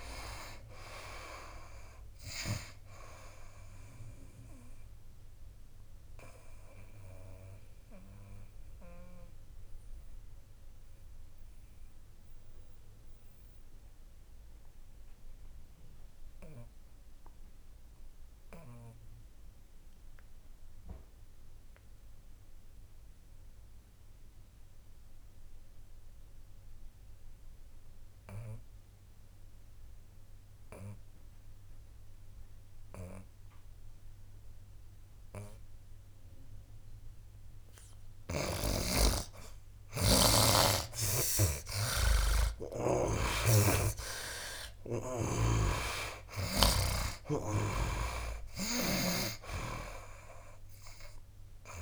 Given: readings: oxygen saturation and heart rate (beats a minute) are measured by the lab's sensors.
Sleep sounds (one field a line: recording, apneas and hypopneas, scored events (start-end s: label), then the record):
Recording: breathing in sleep by a room microphone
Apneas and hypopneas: 1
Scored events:
0.00-26.00 s: oxygen desaturation (device-marked, oxygen 72% lowest, heart rate 65 extreme)
5.00-38.00 s: mixed apnea (oxygen 97% before, 70% lowest, heart rate 77 before, 65 extreme, up 12 after)
33.00-51.82 s: oxygen desaturation (device-marked, oxygen 98% before, 70% lowest, heart rate 69 before, 63 extreme)
42.00-47.00 s: arousal
43.00-47.00 s: snoring (device-marked)
From the record:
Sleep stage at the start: N2 (light sleep)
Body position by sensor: on the back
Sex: male